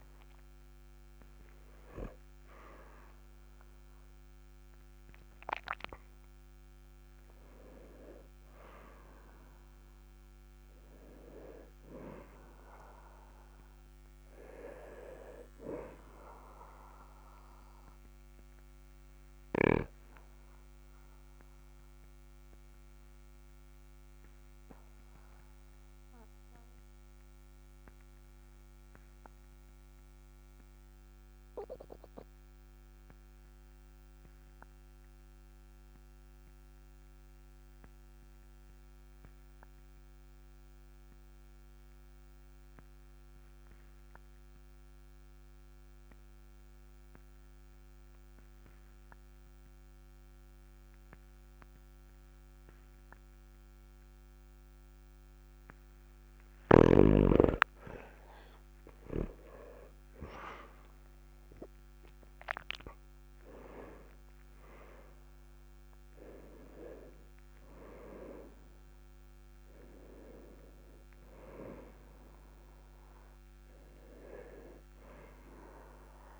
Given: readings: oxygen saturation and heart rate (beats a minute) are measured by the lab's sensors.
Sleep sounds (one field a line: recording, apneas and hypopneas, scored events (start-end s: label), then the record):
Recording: breathing in sleep by a microphone on the trachea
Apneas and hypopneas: 1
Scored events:
0.00-2.50 s: arousal
17.50-55.50 s: obstructive apnea (oxygen 99% before, 93% lowest, heart rate 49 before, 36 extreme, up 7 after)
59.50-63.50 s: arousal
From the record:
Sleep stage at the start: N2 (light sleep)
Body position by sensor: on the back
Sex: male